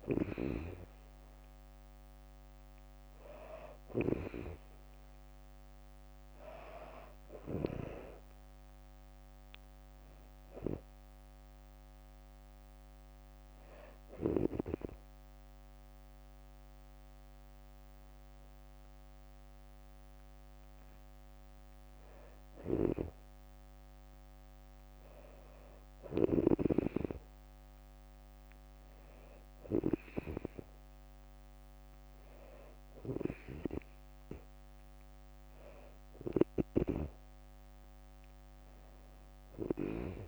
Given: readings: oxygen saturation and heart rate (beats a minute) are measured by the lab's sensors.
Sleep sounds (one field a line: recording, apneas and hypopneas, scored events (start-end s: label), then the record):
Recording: breathing in sleep by a microphone on the trachea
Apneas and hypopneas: 1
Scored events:
0.00-7.50 s: snoring (device-marked)
2.50-14.50 s: oxygen desaturation (device-marked, oxygen 97% before, 93% lowest, heart rate 65 before, 62 extreme)
6.50-17.50 s: drop in pulse transit time (device-marked, heart rate 65 before, 64 extreme)
13.00-23.00 s: hypopnea (oxygen 97% before, 93% lowest, heart rate 68 before, 62 extreme, up 7 after)
22.00-26.00 s: snoring (device-marked)
24.00-28.00 s: arousal
32.50-36.50 s: snoring (device-marked)
From the record:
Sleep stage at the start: N2 (light sleep)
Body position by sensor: on the back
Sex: female